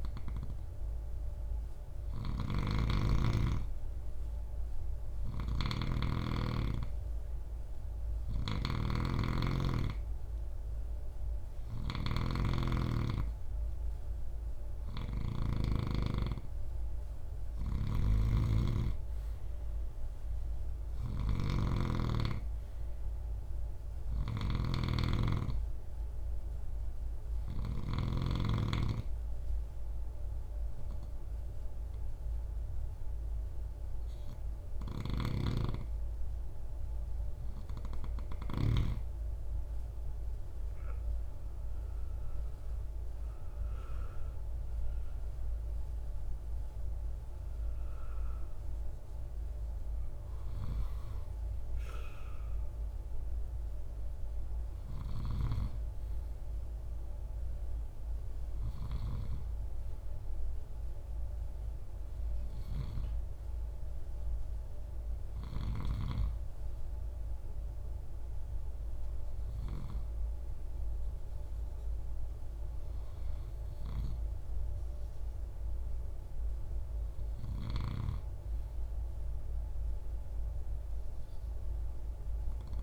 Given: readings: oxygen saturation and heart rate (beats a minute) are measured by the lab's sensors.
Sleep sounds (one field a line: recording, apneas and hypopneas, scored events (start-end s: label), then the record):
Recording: breathing in sleep by a room microphone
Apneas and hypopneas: none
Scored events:
0.00-14.50 s: snoring (device-marked)
16.50-27.00 s: snoring (device-marked)
34.00-38.00 s: snoring (device-marked)
From the record:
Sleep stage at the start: N2 (light sleep)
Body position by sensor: on the right side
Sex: male